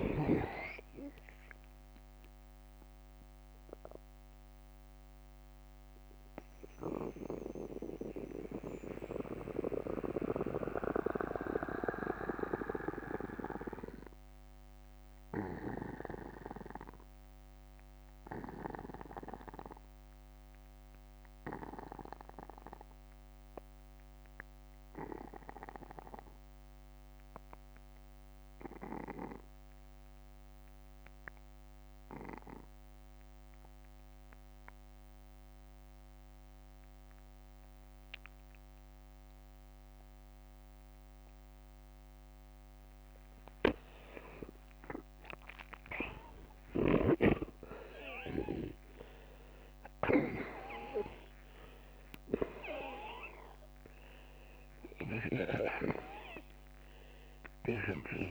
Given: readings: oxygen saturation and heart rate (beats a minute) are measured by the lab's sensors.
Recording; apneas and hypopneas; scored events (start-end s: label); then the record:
breathing in sleep by a microphone on the trachea; 1
0.00-28.50 s: oxygen desaturation (device-marked, oxygen 81% lowest, heart rate 45 extreme)
1.50-42.00 s: mixed apnea (oxygen 96% before, 78% lowest, heart rate 61 before, 45 extreme, up 26 after)
19.50-21.50 s: long interval between heartbeats (device-marked, heart rate 64 before, 49 extreme)
40.50-47.50 s: oxygen desaturation (device-marked, oxygen 97% before, 93% lowest, heart rate 52 before, 48 extreme)
43.50-49.00 s: arousal
46.50-48.50 s: long interval between heartbeats (device-marked, heart rate 53 before, 67 extreme)
53.50-58.31 s: oxygen desaturation (device-marked, oxygen 94% before, 90% lowest, heart rate 59 before, 48 extreme)
From the record:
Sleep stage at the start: N2 (light sleep); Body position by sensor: on the back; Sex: male